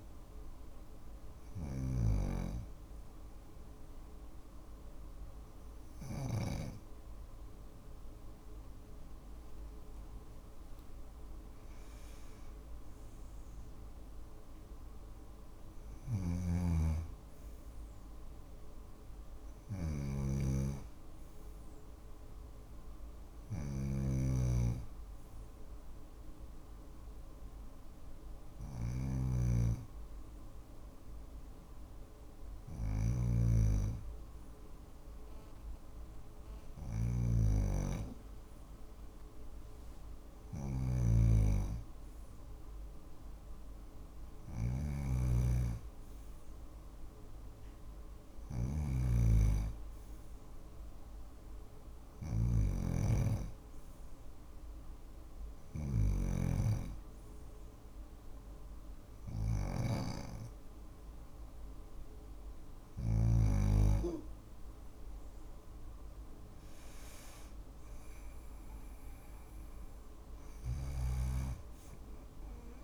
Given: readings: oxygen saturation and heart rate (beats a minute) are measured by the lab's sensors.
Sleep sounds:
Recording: breathing in sleep by a room microphone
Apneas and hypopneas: 1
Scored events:
0.00-5.50 s: snoring (device-marked)
15.00-62.50 s: snoring (device-marked)
51.50-61.50 s: hypopnea (oxygen 96% before, 94% lowest, heart rate 54 before, 52 extreme, up 3 after)
63.50-67.00 s: arousal
69.50-72.84 s: snoring (device-marked)
From the record:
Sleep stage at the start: N2 (light sleep)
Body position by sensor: on the back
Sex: female

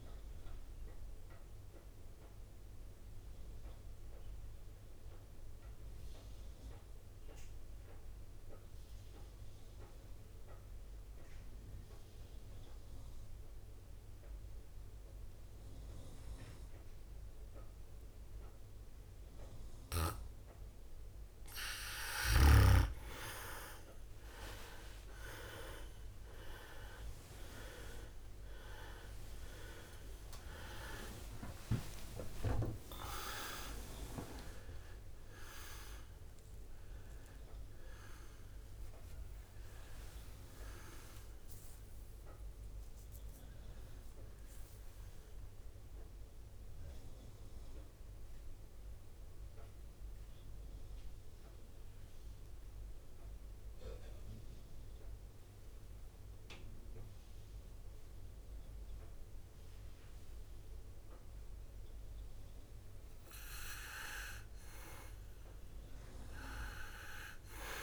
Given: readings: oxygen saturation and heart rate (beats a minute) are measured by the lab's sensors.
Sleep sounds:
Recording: breathing in sleep by a room microphone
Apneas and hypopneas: 2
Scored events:
0.00-3.00 s: oxygen desaturation (device-marked, oxygen 94% lowest, heart rate 52 extreme)
0.00-5.00 s: drop in pulse transit time (device-marked, heart rate 59 extreme)
1.00-22.00 s: obstructive apnea (oxygen 98% before, 91% lowest, heart rate 63 before, 52 extreme, up 11 after)
24.50-30.50 s: arousal
26.00-61.00 s: oxygen desaturation (device-marked, oxygen 98% before, 91% lowest, heart rate 55 before, 55 extreme)
26.50-35.50 s: leg movement (device-marked)
28.00-44.00 s: drop in pulse transit time (device-marked, heart rate 56 before, 65 extreme)
39.50-42.00 s: leg movement (device-marked)
46.50-63.00 s: mixed apnea (oxygen 98% before, 91% lowest, heart rate 68 before, 55 extreme, up 3 after)
66.50-67.83 s: arousal
From the record:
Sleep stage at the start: N2 (light sleep)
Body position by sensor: on the back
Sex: male

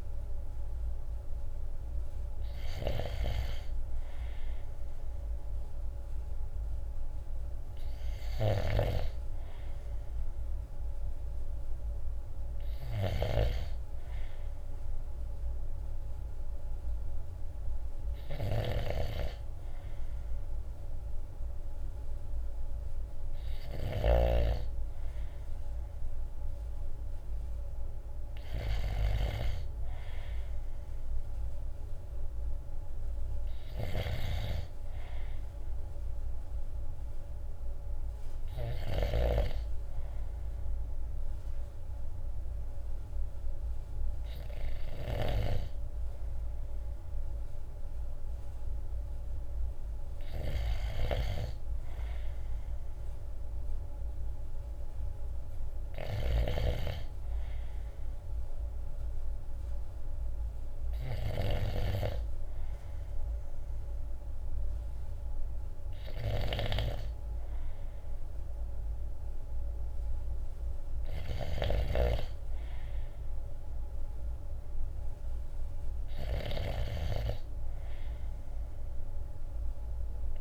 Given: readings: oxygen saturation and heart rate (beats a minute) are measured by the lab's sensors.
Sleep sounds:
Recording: breathing in sleep by a room microphone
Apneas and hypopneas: none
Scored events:
0.00-38.50 s: snoring (device-marked)
44.50-80.41 s: snoring (device-marked)
From the record:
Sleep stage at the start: N2 (light sleep)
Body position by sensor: on the right side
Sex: male

